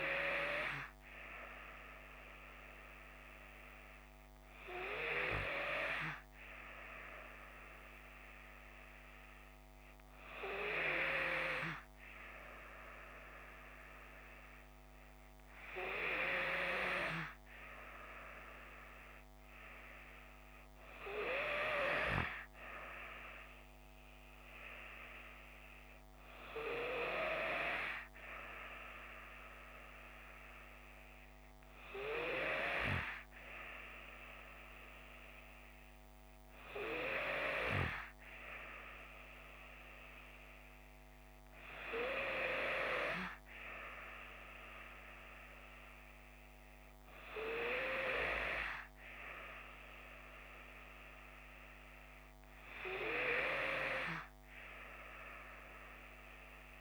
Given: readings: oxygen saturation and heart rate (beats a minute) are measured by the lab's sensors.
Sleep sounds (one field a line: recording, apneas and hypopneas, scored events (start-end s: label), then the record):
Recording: breathing in sleep by a microphone on the trachea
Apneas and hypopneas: none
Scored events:
none scored
From the record:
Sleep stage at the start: N3 (deep sleep)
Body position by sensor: on the left side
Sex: female